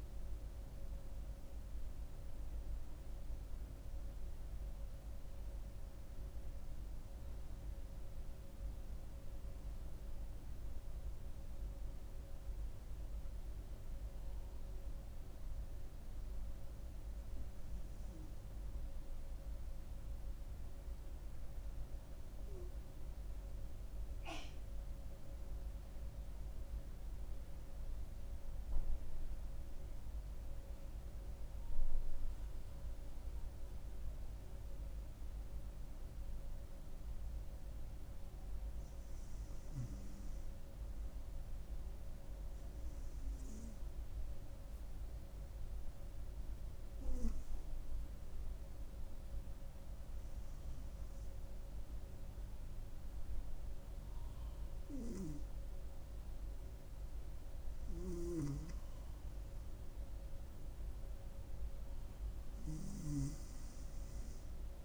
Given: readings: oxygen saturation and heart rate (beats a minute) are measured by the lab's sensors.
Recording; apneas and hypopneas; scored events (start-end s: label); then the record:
breathing in sleep, hard to hear, by a room microphone; 2
12.00-15.50 s: arousal
18.00-29.50 s: hypopnea (oxygen 98% before, 95% lowest, heart rate 68 before, 65 extreme, up 5 after)
19.50-64.85 s: new sleep stage, N2 (light sleep)
31.00-35.00 s: arousal
44.00-60.00 s: hypopnea (oxygen 98% before, 95% lowest, heart rate 68 before, 66 extreme, up 1 after)
55.50-64.85 s: oxygen desaturation (device-marked, oxygen 98% before, 95% lowest, heart rate 68 before, 67 extreme)
63.00-64.85 s: arousal
From the record:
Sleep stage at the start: N1 (lightest sleep); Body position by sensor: on the front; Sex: female